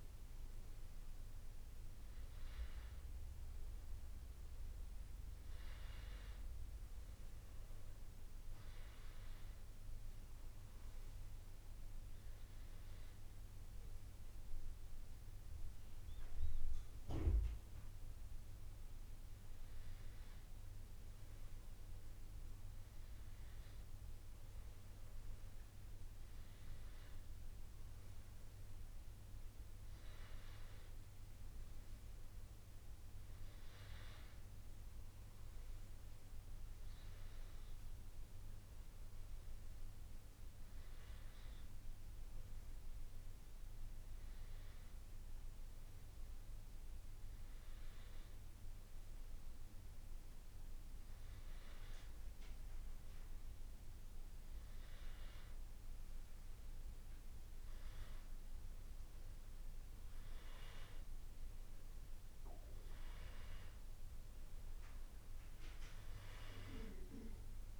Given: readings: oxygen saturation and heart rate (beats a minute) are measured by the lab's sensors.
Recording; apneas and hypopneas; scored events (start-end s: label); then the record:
breathing in sleep, hard to hear, by a room microphone; none
none scored
From the record:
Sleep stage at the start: N2 (light sleep); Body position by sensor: on the back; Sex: male